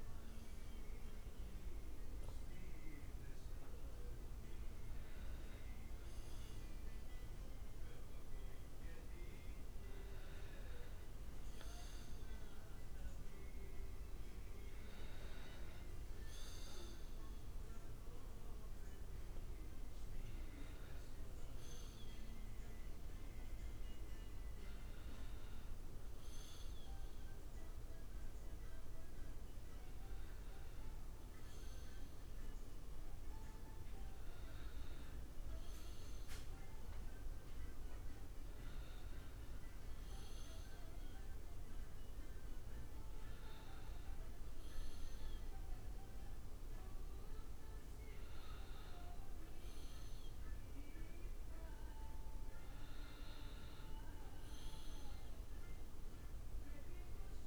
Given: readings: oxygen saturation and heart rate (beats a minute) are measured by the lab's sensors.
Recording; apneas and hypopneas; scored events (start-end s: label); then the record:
a person awake in a sleep study, hard to hear, by a room microphone; none
none scored
From the record:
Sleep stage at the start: awake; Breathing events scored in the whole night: 246 in 3.3 hours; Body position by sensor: on the back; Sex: female